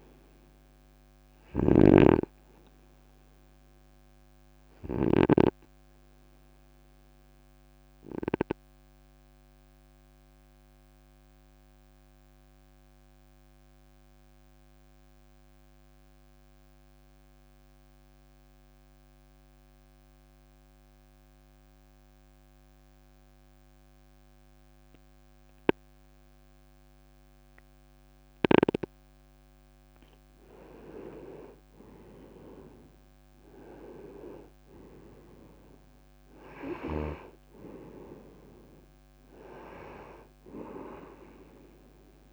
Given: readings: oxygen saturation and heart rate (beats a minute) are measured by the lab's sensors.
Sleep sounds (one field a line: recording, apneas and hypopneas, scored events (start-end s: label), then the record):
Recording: breathing in sleep by a microphone on the trachea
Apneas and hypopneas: 1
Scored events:
1.50-5.00 s: snoring (device-marked)
6.50-28.50 s: obstructive apnea (oxygen 97% before, 94% lowest, heart rate 55 before, 48 extreme, up 7 after)
31.50-35.50 s: arousal
From the record:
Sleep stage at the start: N2 (light sleep)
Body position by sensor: on the right side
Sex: male